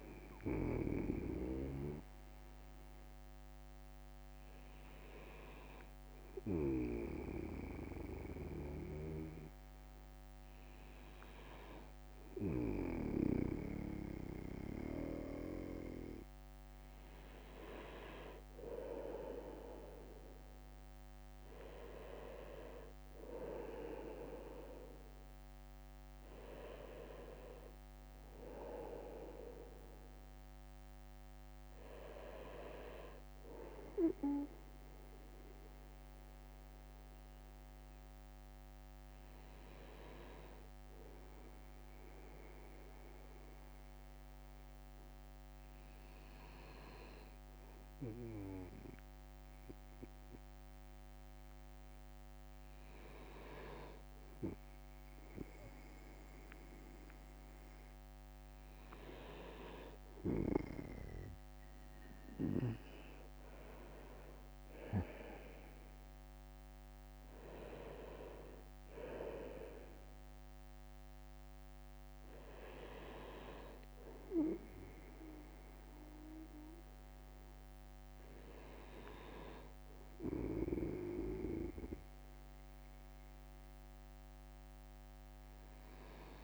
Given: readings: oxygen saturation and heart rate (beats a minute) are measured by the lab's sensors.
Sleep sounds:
breathing in sleep by a microphone on the trachea; 1
0.00-18.50 s: bradycardia (device-marked, heart rate 55 extreme)
21.50-86.44 s: bradycardia (device-marked, heart rate 61 before, 53 extreme)
23.50-28.00 s: arousal
42.00-53.50 s: hypopnea (oxygen 96% before, 94% lowest, heart rate 57 before, 53 extreme, up 1 after)
60.50-73.50 s: drop in pulse transit time (device-marked, heart rate 54 before, 54 extreme)
62.00-66.00 s: arousal
From the record:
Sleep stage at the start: N2 (light sleep); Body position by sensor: on the right side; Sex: male

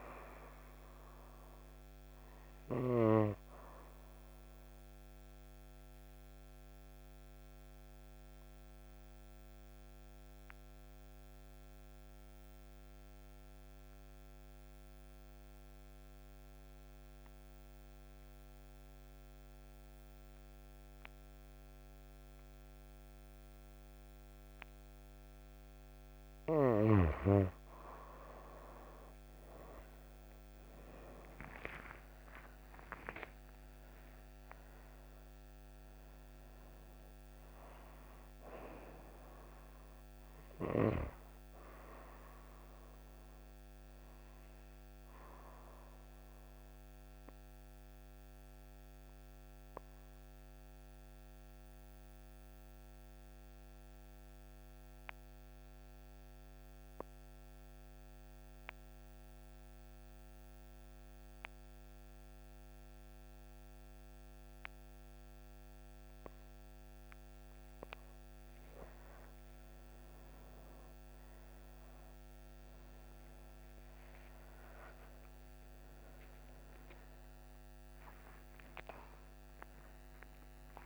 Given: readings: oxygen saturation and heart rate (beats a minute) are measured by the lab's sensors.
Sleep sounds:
breathing in sleep by a microphone on the trachea; 2
0.00-23.00 s: oxygen desaturation (device-marked, oxygen 89% lowest, heart rate 54 extreme)
4.50-26.00 s: obstructive apnea (oxygen 98% before, 89% lowest, heart rate 73 before, 54 extreme)
29.00-32.50 s: arousal
44.00-66.50 s: obstructive apnea (oxygen 98% before, 93% lowest, heart rate 85 before, 57 extreme, up 11 after)
68.00-80.86 s: new sleep stage, awake
From the record:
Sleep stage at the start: N2 (light sleep); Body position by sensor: on the right side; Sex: female

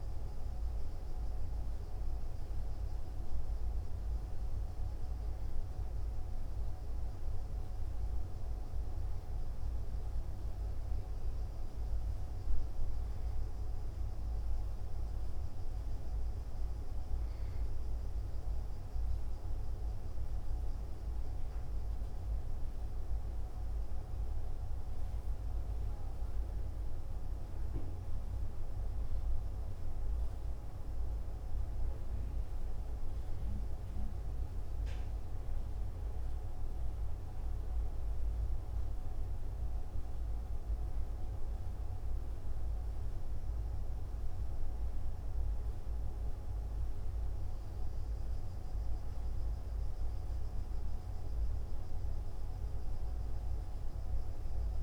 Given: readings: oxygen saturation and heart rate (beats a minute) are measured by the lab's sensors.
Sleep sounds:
a person awake in a sleep study, hard to hear, by a room microphone; none
none scored
From the record:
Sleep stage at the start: awake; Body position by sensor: on the back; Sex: male

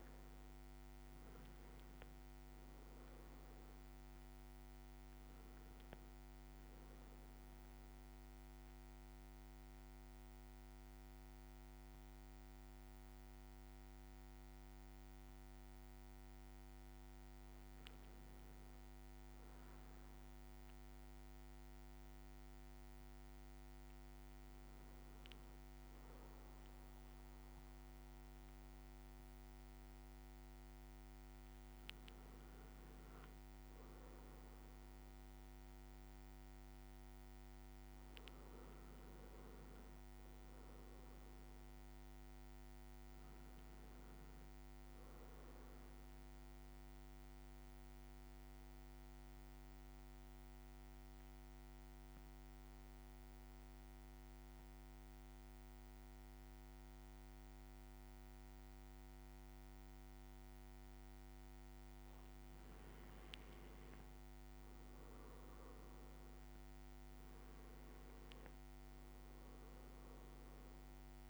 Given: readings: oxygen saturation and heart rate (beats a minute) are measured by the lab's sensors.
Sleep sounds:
breathing in sleep, hard to hear, by a microphone on the trachea; 2
6.50-17.00 s: central apnea (oxygen 99% before, 96% lowest, heart rate 59 before, 54 extreme, up 3 after)
39.50-42.00 s: leg movement (device-marked)
39.50-44.00 s: arousal
46.50-60.50 s: obstructive apnea (oxygen 99% before, 94% lowest, heart rate 56 before, 52 extreme, up 6 after)
63.00-67.50 s: arousal
From the record:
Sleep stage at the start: N2 (light sleep); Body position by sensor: on the back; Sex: male

